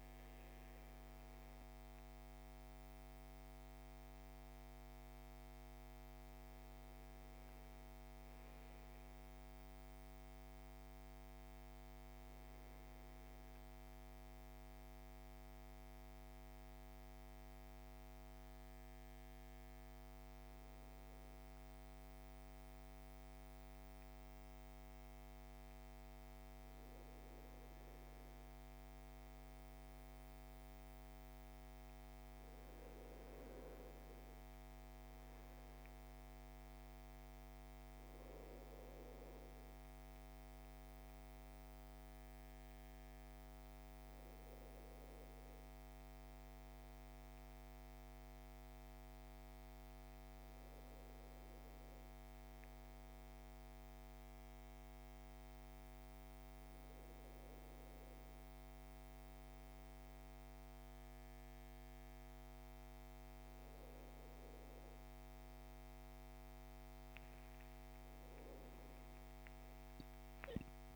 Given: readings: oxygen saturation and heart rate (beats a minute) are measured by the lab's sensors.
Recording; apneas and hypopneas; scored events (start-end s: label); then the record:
breathing in sleep, hard to hear, by a microphone on the trachea; 1
14.50-27.00 s: hypopnea (oxygen 99% before, 96% lowest, heart rate 64 before, 58 extreme, up 4 after)
30.00-34.50 s: arousal
From the record:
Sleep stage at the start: REM sleep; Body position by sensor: on the back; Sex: male